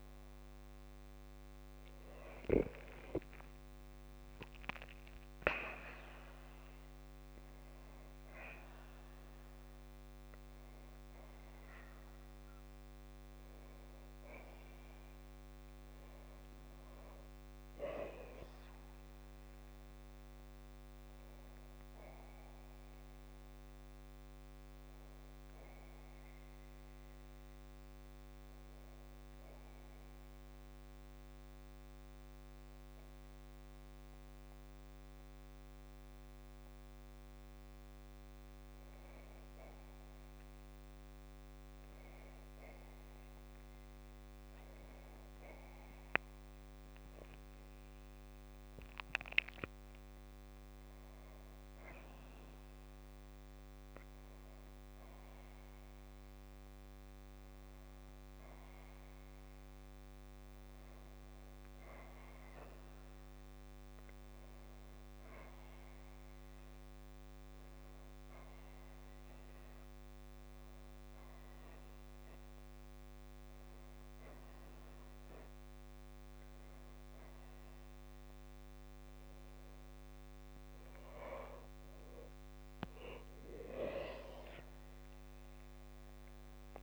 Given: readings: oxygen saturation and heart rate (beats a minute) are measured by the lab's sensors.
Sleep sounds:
breathing in sleep by a microphone on the trachea; 1
2.50-4.50 s: long interval between heartbeats (device-marked, heart rate 62 before, 88 extreme)
2.50-7.00 s: arousal
3.50-5.50 s: tachycardia (device-marked, heart rate 76 before, 89 extreme)
6.00-8.00 s: long interval between heartbeats (device-marked, heart rate 67 before, 95 extreme)
7.50-30.50 s: oxygen desaturation (device-marked, oxygen 97% before, 94% lowest, heart rate 71 before, 58 extreme)
11.50-14.50 s: tachycardia (device-marked, heart rate 76 before, 106 extreme)
12.00-14.00 s: long interval between heartbeats (device-marked, heart rate 77 before, 99 extreme)
18.00-20.00 s: long interval between heartbeats (device-marked, heart rate 88 before, 91 extreme)
21.00-23.00 s: long interval between heartbeats (device-marked, heart rate 92 before, 83 extreme)
25.50-39.00 s: hypopnea (oxygen 97% before, 95% lowest, heart rate 94 before, 58 extreme, up 13 after)
28.50-30.50 s: long interval between heartbeats (device-marked, heart rate 90 before, 78 extreme)
32.00-34.00 s: long interval between heartbeats (device-marked, heart rate 88 before, 75 extreme)
41.50-43.50 s: long interval between heartbeats (device-marked, heart rate 74 before, 68 extreme)
45.50-49.00 s: arousal
81.00-83.00 s: long interval between heartbeats (device-marked, heart rate 61 before, 70 extreme)
83.00-85.00 s: long interval between heartbeats (device-marked, heart rate 62 before, 80 extreme)
83.50-86.83 s: arousal
From the record:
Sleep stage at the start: N2 (light sleep); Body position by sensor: on the back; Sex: female

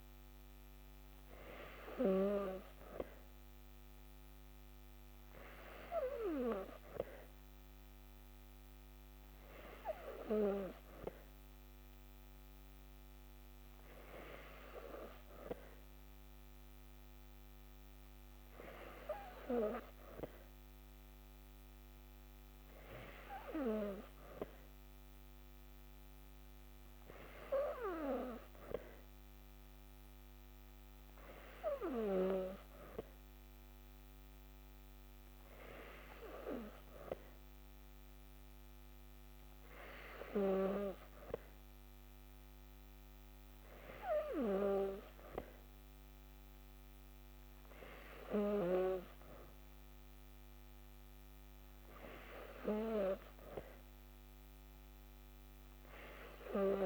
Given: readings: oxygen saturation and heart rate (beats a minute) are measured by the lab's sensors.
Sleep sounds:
breathing in sleep by a microphone on the trachea; none
none scored
From the record:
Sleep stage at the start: N2 (light sleep); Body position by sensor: on the back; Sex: female

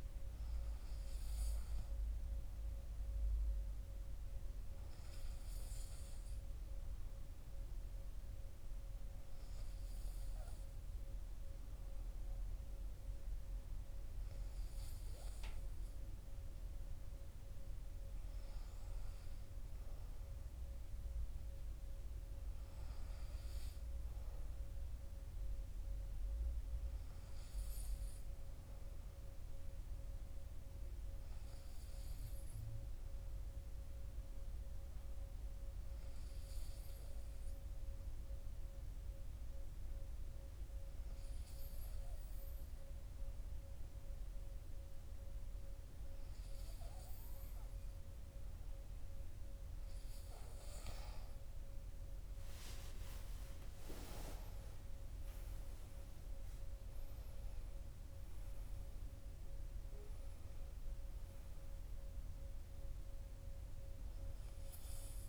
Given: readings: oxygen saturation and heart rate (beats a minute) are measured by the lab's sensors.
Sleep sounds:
breathing in sleep, hard to hear, by a room microphone; 1
31.50-46.50 s: hypopnea (oxygen 96% before, 94% lowest, heart rate 53 before, 46 extreme, up 14 after)
51.50-56.00 s: arousal
From the record:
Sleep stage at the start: N2 (light sleep); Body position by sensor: on the back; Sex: male

